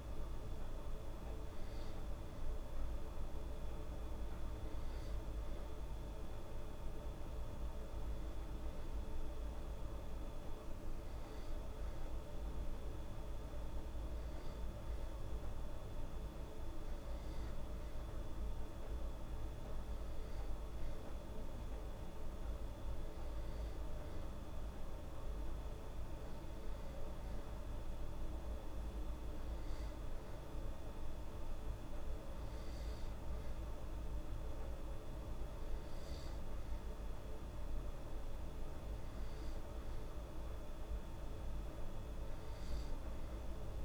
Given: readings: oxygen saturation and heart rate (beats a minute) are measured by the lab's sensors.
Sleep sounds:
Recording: breathing in sleep, hard to hear, by a room microphone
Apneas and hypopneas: none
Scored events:
none scored
From the record:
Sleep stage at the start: N2 (light sleep)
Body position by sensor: on the back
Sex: female

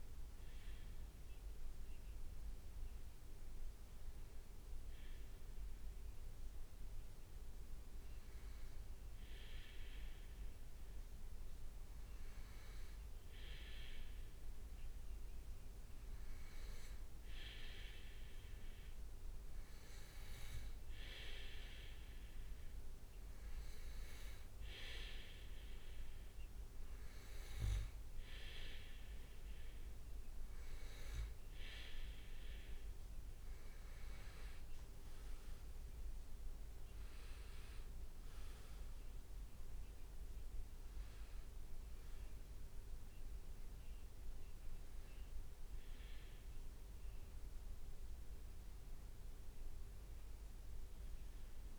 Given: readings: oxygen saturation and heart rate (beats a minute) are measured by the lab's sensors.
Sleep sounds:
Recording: breathing in sleep by a room microphone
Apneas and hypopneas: 1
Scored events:
2.50-14.50 s: hypopnea (oxygen 98% before, 95% lowest, heart rate 61 before, 61 extreme, up 1 after)
17.50-21.50 s: arousal
34.50-36.50 s: leg movement (device-marked)
From the record:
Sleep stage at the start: N2 (light sleep)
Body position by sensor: on the back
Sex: male

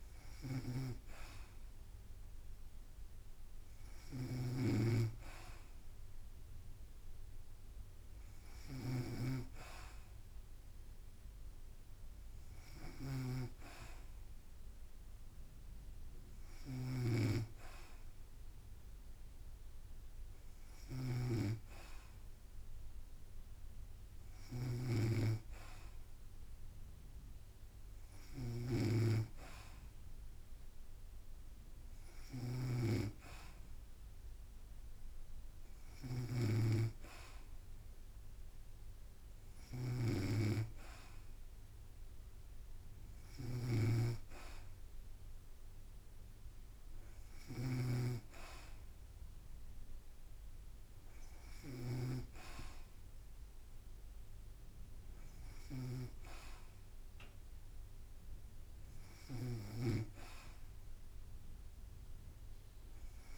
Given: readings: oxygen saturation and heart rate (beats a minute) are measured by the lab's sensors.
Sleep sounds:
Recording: breathing in sleep by a room microphone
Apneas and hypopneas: none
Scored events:
0.00-63.38 s: snoring (device-marked)
From the record:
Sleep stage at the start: N2 (light sleep)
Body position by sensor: on the back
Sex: female

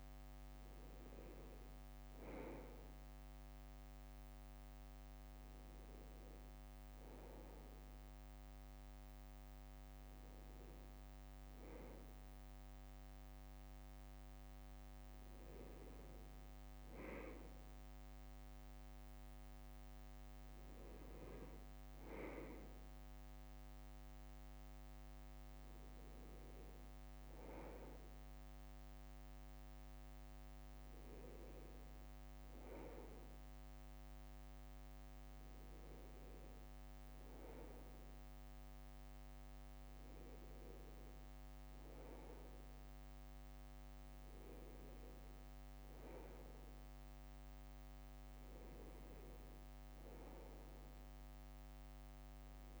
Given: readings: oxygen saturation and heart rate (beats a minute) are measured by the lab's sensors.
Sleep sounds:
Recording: a person awake in a sleep study, by a microphone on the trachea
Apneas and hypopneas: none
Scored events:
none scored
From the record:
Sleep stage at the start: awake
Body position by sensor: on the left side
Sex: male

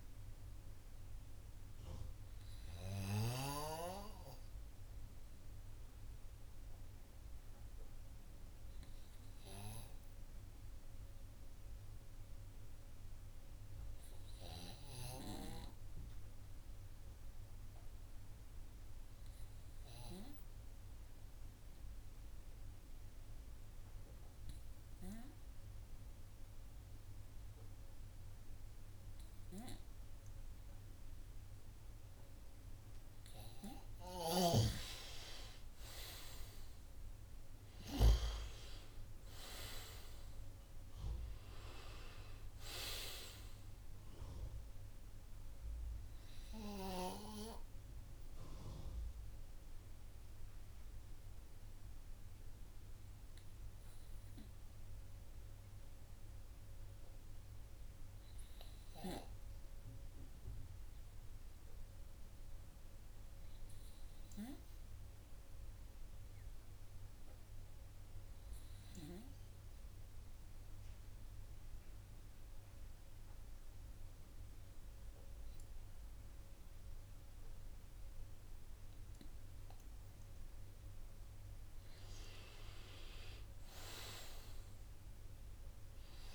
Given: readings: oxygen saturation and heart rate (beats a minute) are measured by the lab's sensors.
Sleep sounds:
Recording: breathing in sleep by a room microphone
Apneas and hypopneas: 2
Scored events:
0.00-13.00 s: oxygen desaturation (device-marked, oxygen 95% lowest, heart rate 55 extreme)
15.00-34.00 s: obstructive apnea (oxygen 99% before, 93% lowest, heart rate 64 before, 50 extreme, up 34 after)
36.00-39.50 s: arousal
45.00-64.00 s: oxygen desaturation (device-marked, oxygen 96% before, 93% lowest, heart rate 71 before, 50 extreme)
48.00-79.50 s: hypopnea (oxygen 98% before, 93% lowest, heart rate 69 before, 50 extreme, up 34 after)
82.00-85.50 s: arousal
From the record:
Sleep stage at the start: N2 (light sleep)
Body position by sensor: on the right side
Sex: male

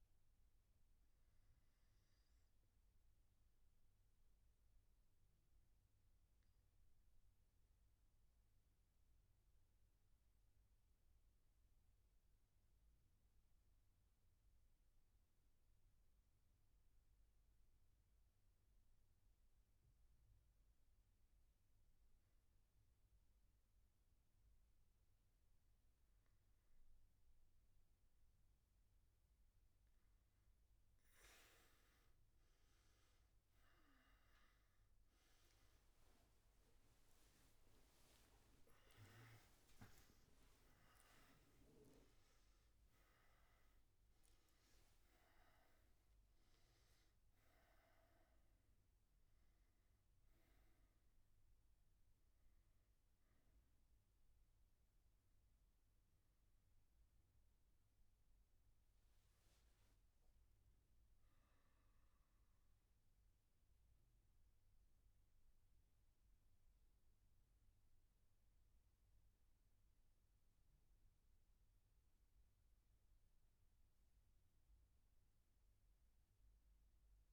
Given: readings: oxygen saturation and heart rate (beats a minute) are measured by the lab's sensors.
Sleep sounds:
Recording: breathing in sleep, hard to hear, by a room microphone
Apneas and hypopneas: none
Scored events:
1.50-21.50 s: oxygen desaturation (device-marked, oxygen 98% before, 94% lowest, heart rate 88 before, 57 extreme)
From the record:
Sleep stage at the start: N1 (lightest sleep)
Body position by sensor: on the back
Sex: male

